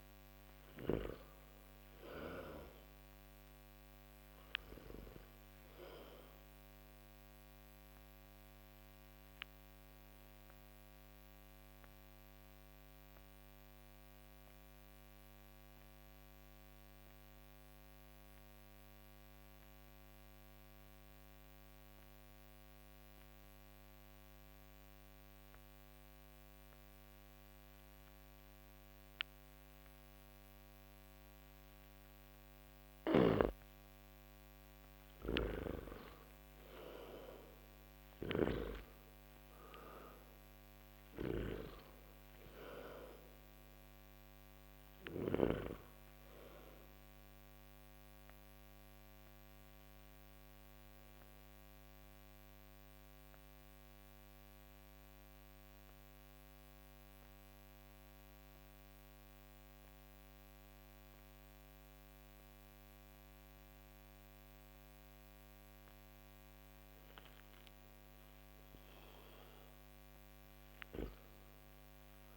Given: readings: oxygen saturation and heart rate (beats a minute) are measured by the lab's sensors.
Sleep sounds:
breathing in sleep by a microphone on the trachea; 2
2.00-6.00 s: oxygen desaturation (device-marked, oxygen 97% before, 91% lowest)
7.00-33.50 s: mixed apnea (oxygen 98% before, 84% lowest)
8.00-21.00 s: oxygen desaturation (device-marked, oxygen 95% before, 85% lowest)
32.50-45.00 s: snoring (device-marked)
36.00-41.00 s: arousal
37.00-66.00 s: oxygen desaturation (device-marked, oxygen 98% before, 84% lowest)
50.00-65.50 s: mixed apnea (oxygen 98% before, 84% lowest)
67.50-71.50 s: arousal
From the record:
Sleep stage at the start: N2 (light sleep); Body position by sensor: on the back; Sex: male

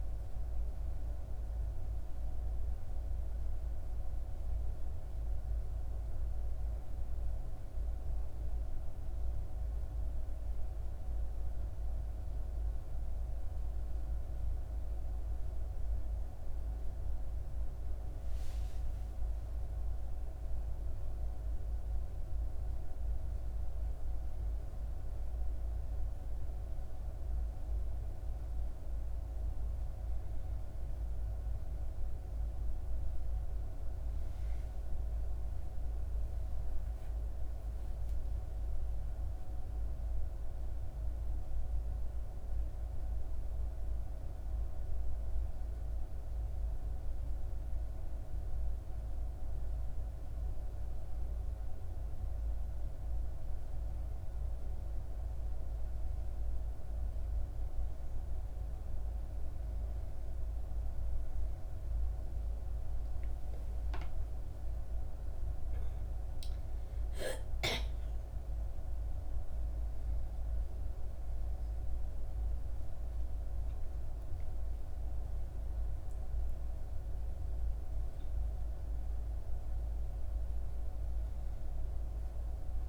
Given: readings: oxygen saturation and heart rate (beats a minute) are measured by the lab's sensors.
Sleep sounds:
a person awake in a sleep study, hard to hear, by a room microphone; none
none scored
From the record:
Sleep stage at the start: awake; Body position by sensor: on the back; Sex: female

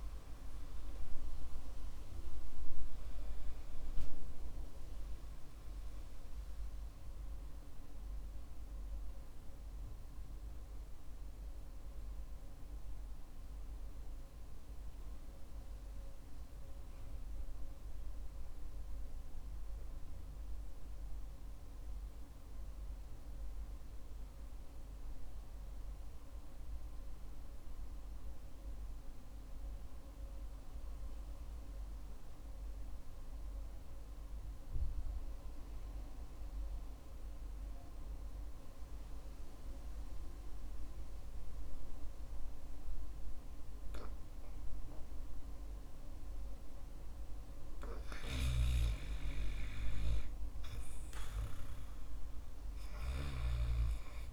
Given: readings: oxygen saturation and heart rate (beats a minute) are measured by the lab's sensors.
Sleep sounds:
breathing in sleep by a room microphone; 1
10.00-46.50 s: mixed apnea (oxygen 99% before, 89% lowest, heart rate 60 before, 47 extreme, up 13 after)
11.50-24.50 s: oxygen desaturation (device-marked, oxygen 96% before, 92% lowest, heart rate 60 before, 48 extreme)
48.50-52.50 s: arousal
From the record:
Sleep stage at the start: REM sleep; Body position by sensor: on the back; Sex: male

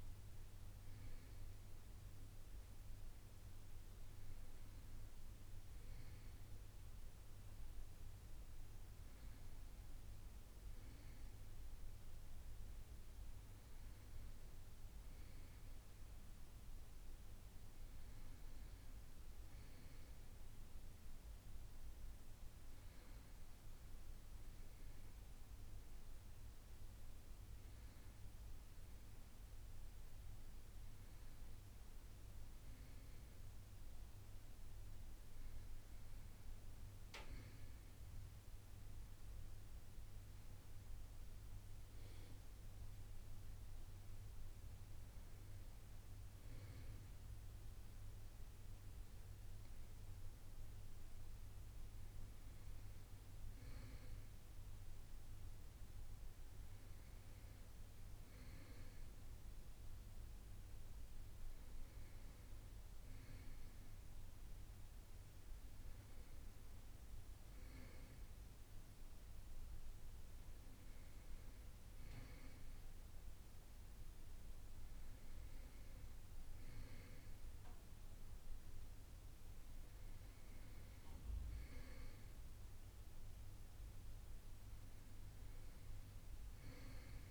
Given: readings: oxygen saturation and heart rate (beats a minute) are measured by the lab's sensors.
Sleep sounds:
a person awake in a sleep study, hard to hear, by a room microphone; none
none scored
From the record:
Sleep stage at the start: awake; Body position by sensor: on the right side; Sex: male

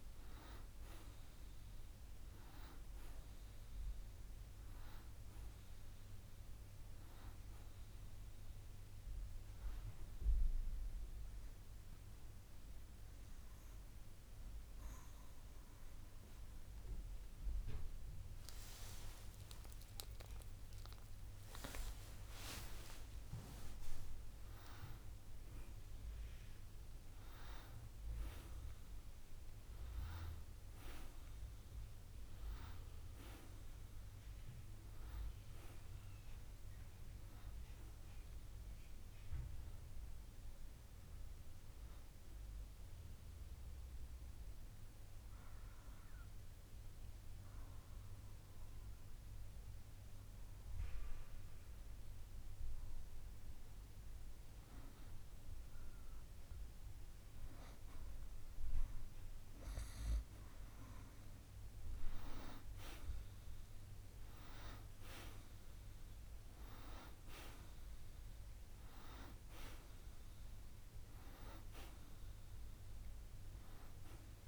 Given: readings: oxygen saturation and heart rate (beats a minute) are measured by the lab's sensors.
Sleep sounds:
breathing in sleep by a room microphone; 2
10.50-23.50 s: oxygen desaturation (device-marked, oxygen 94% before, 91% lowest, heart rate 61 before, 55 extreme)
11.00-22.00 s: hypopnea (oxygen 95% before, 91% lowest, heart rate 61 before, 55 extreme)
22.50-26.50 s: arousal
44.50-54.50 s: obstructive apnea (oxygen 97% before, 92% lowest, heart rate 67 before, 57 extreme, up 3 after)
57.00-61.00 s: arousal
71.50-74.48 s: oxygen desaturation (device-marked, oxygen 96% before, 92% lowest, heart rate 60 before, 56 extreme)
From the record:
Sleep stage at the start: N2 (light sleep); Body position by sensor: on the back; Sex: male

